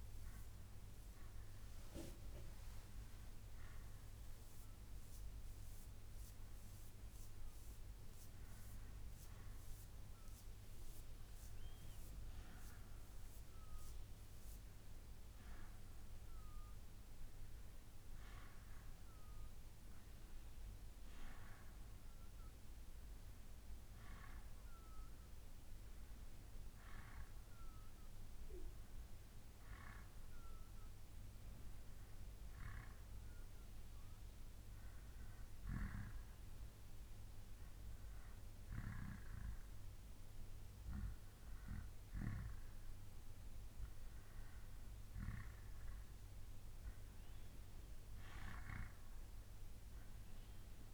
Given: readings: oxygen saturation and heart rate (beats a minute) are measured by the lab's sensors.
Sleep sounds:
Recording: breathing in sleep by a room microphone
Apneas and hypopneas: none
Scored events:
30.50-50.93 s: new sleep stage, N2 (light sleep)
From the record:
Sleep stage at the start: N1 (lightest sleep)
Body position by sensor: on the back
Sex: male

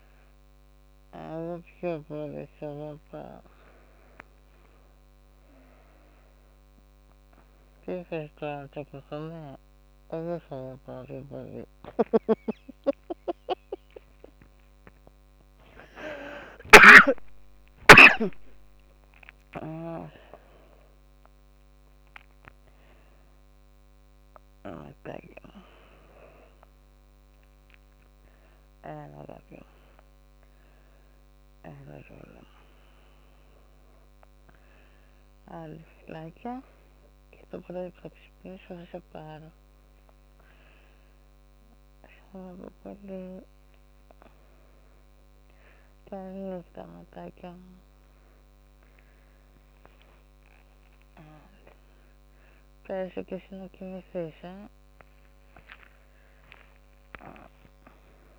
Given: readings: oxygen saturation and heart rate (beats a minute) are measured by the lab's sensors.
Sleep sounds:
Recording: a person awake in a sleep study, by a microphone on the trachea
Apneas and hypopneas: none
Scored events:
10.00-19.50 s: snoring (device-marked)
From the record:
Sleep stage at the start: awake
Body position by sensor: on the back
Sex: female

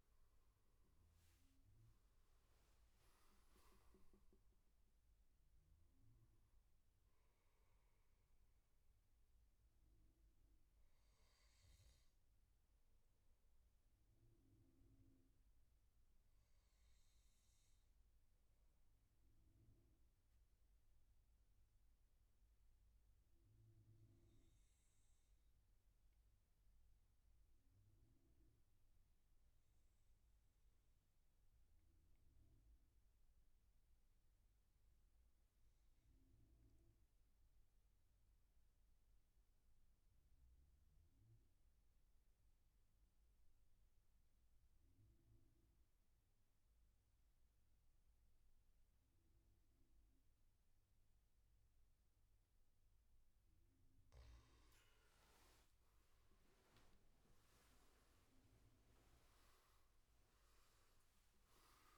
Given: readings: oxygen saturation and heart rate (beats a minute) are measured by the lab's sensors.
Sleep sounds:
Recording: breathing in sleep, hard to hear, by a room microphone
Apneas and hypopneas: 1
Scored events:
0.00-20.00 s: oxygen desaturation (device-marked, oxygen 92% lowest, heart rate 58 extreme)
3.00-5.00 s: long interval between heartbeats (device-marked, heart rate 73 before, 89 extreme)
8.00-12.00 s: bradycardia (device-marked, heart rate 70 before, 59 extreme)
13.00-52.50 s: obstructive apnea (oxygen 98% before, 87% lowest, heart rate 77 before, 61 extreme, up 16 after)
39.00-61.98 s: oxygen desaturation (device-marked, oxygen 99% before, 87% lowest, heart rate 68 before, 65 extreme)
55.00-60.50 s: arousal
From the record:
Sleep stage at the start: N2 (light sleep)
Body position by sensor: on the back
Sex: male

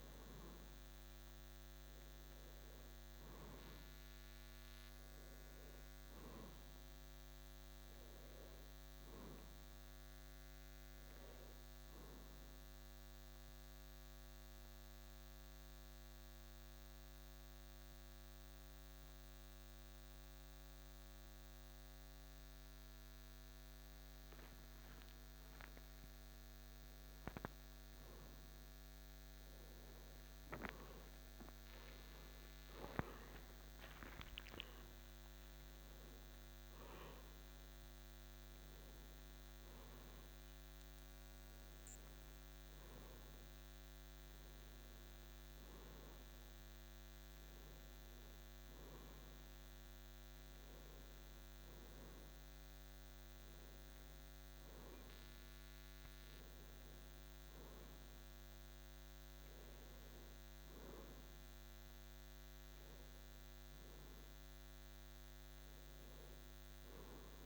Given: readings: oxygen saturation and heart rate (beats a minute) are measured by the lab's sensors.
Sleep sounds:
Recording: breathing in sleep by a microphone on the trachea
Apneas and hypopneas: 1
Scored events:
0.00-20.50 s: oxygen desaturation (device-marked, oxygen 91% lowest, heart rate 50 extreme)
13.00-25.00 s: mixed apnea (oxygen 95% before, 91% lowest, heart rate 56 before, 50 extreme, up 19 after)
26.00-30.00 s: arousal
From the record:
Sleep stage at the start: N2 (light sleep)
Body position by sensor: on the back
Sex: male

